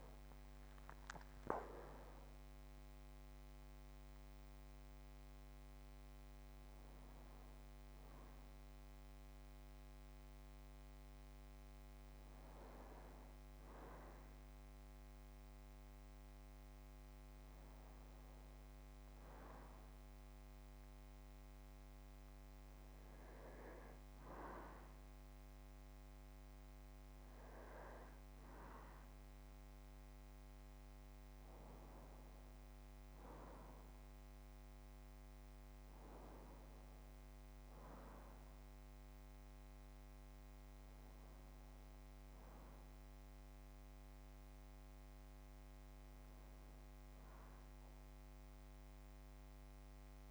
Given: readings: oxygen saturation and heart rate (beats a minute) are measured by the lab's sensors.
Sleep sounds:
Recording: breathing in sleep by a microphone on the trachea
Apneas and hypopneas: none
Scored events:
0.00-3.00 s: arousal
From the record:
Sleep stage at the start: N2 (light sleep)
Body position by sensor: on the back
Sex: male

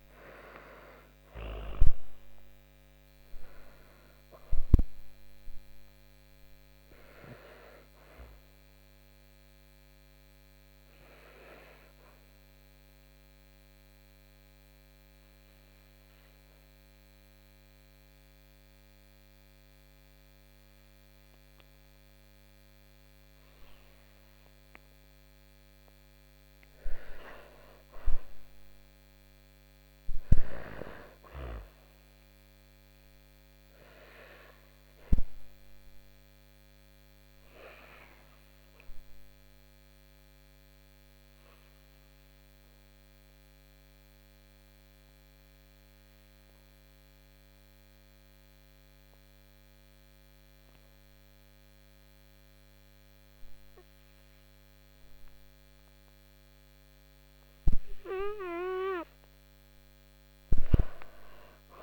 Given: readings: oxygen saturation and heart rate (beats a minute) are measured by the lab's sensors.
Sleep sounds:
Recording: breathing in sleep by a microphone on the trachea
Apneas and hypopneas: 2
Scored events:
0.50-16.50 s: oxygen desaturation (device-marked, oxygen 96% before, 84% lowest)
8.50-23.50 s: obstructive apnea (oxygen 99% before, 84% lowest)
25.00-28.50 s: arousal
37.50-57.00 s: obstructive apnea (oxygen 99% before, 87% lowest)
55.50-61.83 s: oxygen desaturation (device-marked, oxygen 98% before, 91% lowest)
58.50-61.83 s: arousal
From the record:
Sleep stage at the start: N2 (light sleep)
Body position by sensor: on the back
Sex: female

